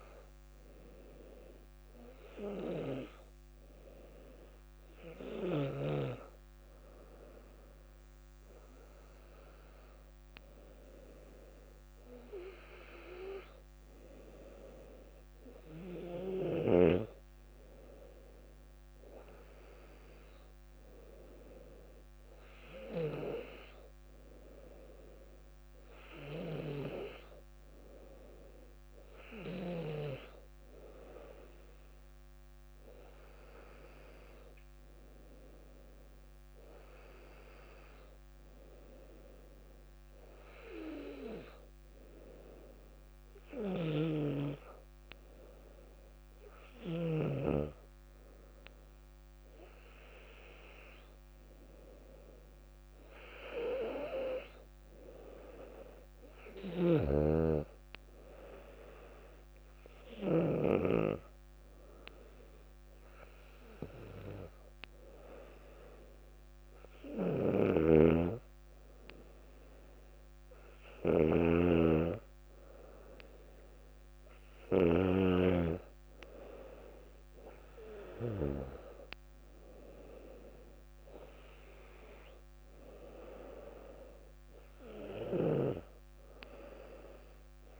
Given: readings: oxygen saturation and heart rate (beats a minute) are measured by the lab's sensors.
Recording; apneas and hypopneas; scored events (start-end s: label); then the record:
breathing in sleep by a microphone on the trachea; none
44.00-47.50 s: snoring (device-marked)
57.00-61.00 s: snoring (device-marked)
68.00-75.50 s: snoring (device-marked)
From the record:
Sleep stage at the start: N2 (light sleep); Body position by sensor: on the back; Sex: female